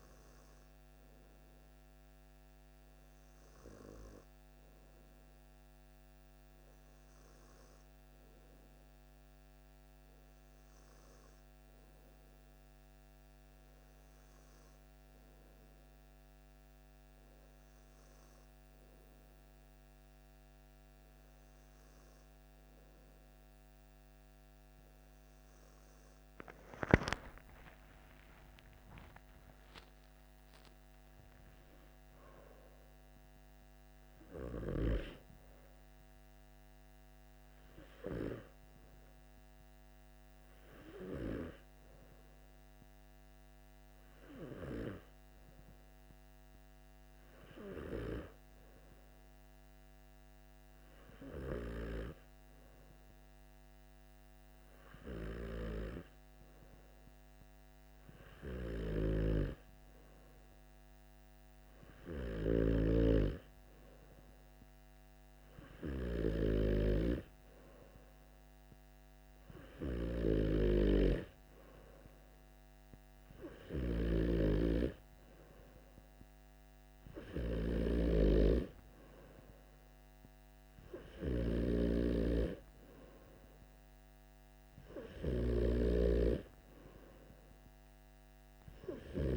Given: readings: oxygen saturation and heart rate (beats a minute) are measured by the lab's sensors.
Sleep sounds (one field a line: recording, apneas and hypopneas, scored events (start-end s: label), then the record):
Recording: breathing in sleep by a microphone on the trachea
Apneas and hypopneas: none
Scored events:
27.00-31.00 s: arousal
From the record:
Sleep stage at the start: N2 (light sleep)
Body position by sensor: on the back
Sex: male